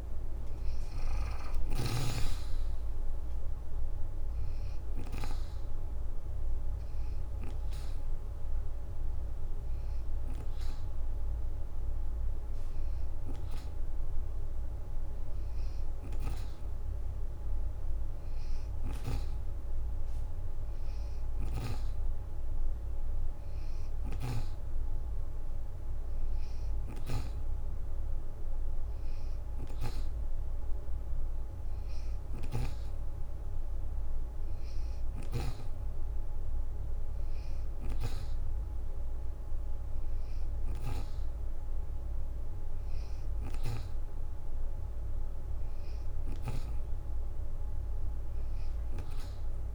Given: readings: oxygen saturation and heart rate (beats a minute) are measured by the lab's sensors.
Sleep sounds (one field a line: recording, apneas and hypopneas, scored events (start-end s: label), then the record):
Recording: breathing in sleep by a room microphone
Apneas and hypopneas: 1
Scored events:
0.00-1.50 s: snoring (device-marked)
2.50-13.50 s: hypopnea (oxygen 91% before, 85% lowest, heart rate 65 before, 40 extreme, up 17 after)
5.00-7.50 s: leg movement (device-marked)
8.50-25.50 s: oxygen desaturation (device-marked, oxygen 89% before, 85% lowest, heart rate 69 before, 40 extreme)
15.50-19.00 s: arousal
18.00-24.00 s: snoring (device-marked)
31.50-46.00 s: snoring (device-marked)
From the record:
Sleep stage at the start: N2 (light sleep)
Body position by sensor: on the back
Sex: female